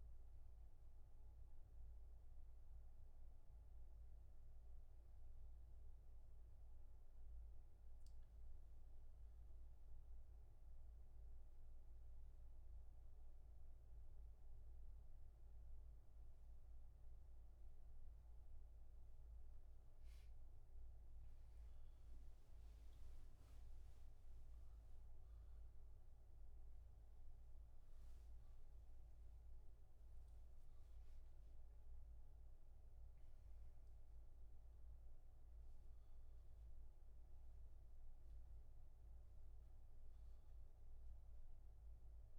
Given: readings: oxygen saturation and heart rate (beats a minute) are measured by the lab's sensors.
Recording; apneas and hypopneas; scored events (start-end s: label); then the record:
a person partly awake in a sleep study, hard to hear, by a room microphone; none
25.00-42.39 s: new sleep stage, awake
From the record:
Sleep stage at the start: N1 (lightest sleep); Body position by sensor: on the back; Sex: male